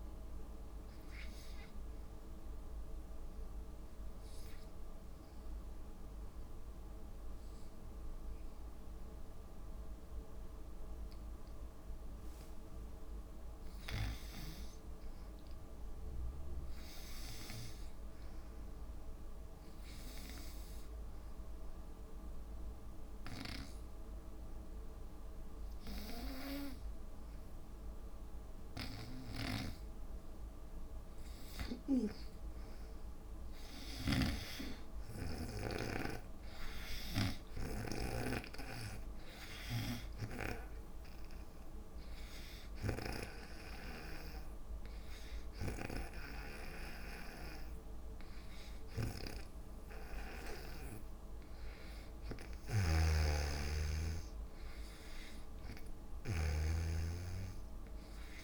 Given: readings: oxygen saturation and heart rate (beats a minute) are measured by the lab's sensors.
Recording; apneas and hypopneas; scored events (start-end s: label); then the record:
breathing in sleep by a room microphone; 2
0.00-10.50 s: oxygen desaturation (device-marked, oxygen 79% lowest, heart rate 59 extreme)
2.50-12.50 s: obstructive apnea (oxygen 96% before, 82% lowest, heart rate 69 before, 60 extreme, up 4 after)
14.50-17.50 s: arousal
22.00-32.00 s: obstructive apnea (oxygen 99% before, 84% lowest, heart rate 61 before, 63 extreme, up 8 after)
22.50-56.50 s: oxygen desaturation (device-marked, oxygen 99% before, 84% lowest, heart rate 62 before, 59 extreme)
34.00-38.00 s: arousal
34.00-38.50 s: snoring (device-marked)
52.50-56.50 s: snoring (device-marked)
From the record:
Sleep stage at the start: N2 (light sleep); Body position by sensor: on the back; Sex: female